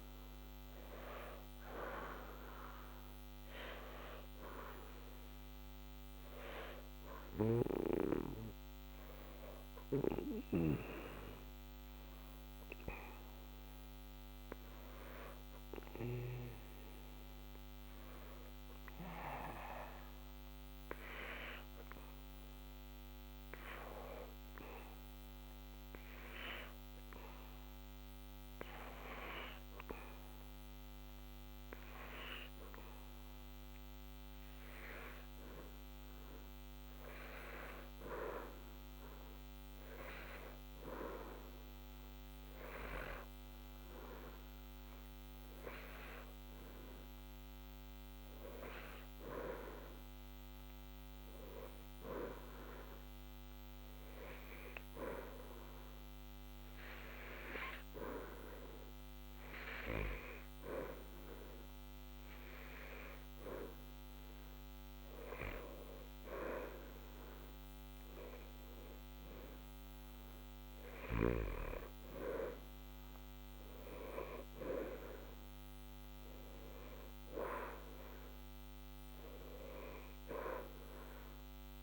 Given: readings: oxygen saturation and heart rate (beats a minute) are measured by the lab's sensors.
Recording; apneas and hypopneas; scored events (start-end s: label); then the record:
breathing in sleep by a microphone on the trachea; 1
26.50-81.83 s: new sleep stage, N2 (light sleep)
51.50-63.00 s: obstructive apnea (oxygen 92% before, 86% lowest, heart rate 62 before, 61 extreme, up 1 after)
67.00-71.00 s: arousal
From the record:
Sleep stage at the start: N1 (lightest sleep); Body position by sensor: on the back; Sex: male